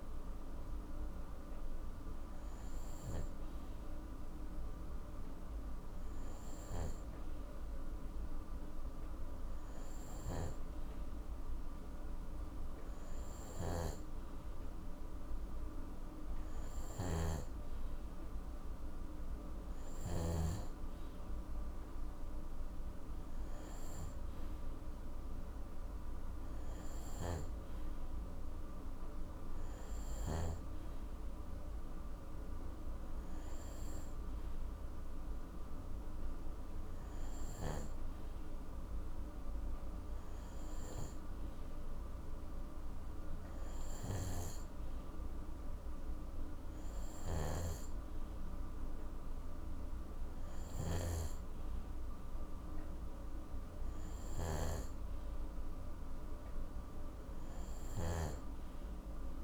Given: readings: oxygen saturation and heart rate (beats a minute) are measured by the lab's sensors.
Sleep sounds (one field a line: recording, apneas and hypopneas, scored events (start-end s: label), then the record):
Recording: breathing in sleep by a room microphone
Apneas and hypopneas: none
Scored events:
13.00-20.00 s: snoring (device-marked)
47.00-58.00 s: snoring (device-marked)
From the record:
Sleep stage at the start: N2 (light sleep)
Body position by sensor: on the right side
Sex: male